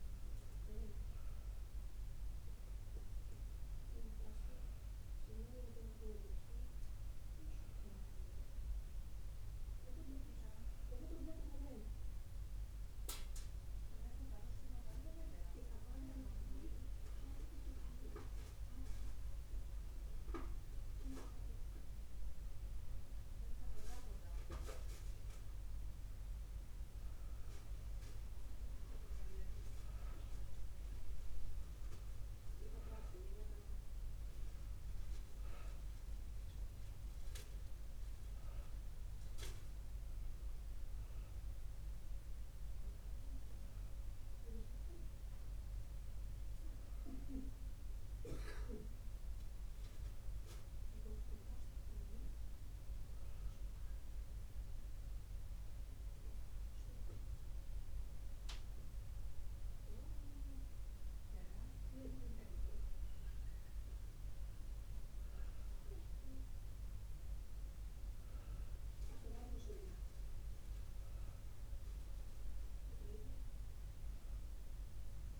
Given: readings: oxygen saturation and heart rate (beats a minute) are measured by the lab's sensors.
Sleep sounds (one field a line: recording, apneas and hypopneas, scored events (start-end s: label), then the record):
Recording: breathing in sleep by a room microphone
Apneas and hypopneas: none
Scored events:
none scored
From the record:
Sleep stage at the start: N2 (light sleep)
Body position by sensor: on the back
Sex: male